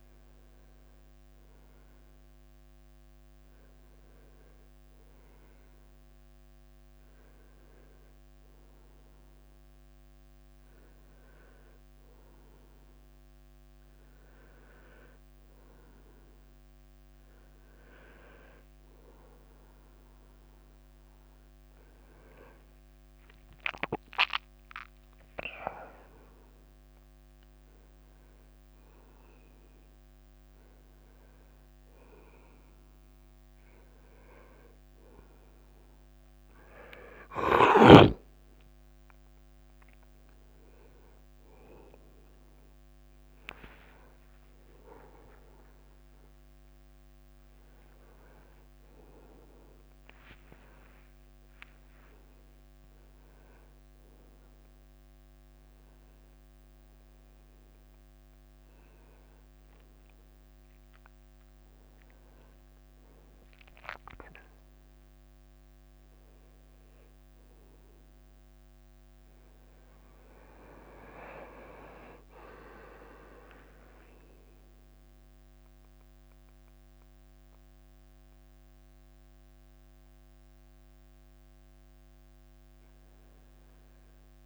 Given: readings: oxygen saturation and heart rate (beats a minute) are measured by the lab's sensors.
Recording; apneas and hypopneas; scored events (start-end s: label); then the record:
a person awake in a sleep study, by a microphone on the trachea; none
0.00-5.00 s: tachycardia (device-marked, heart rate 101 extreme)
14.00-34.00 s: tachycardia (device-marked, heart rate 98 before, 106 extreme)
20.00-32.00 s: drop in pulse transit time (device-marked, heart rate 100 before, 101 extreme)
31.00-84.46 s: new sleep stage, awake
35.00-68.00 s: tachycardia (device-marked, heart rate 99 before, 105 extreme)
From the record:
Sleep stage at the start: N1 (lightest sleep); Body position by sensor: on the right side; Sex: male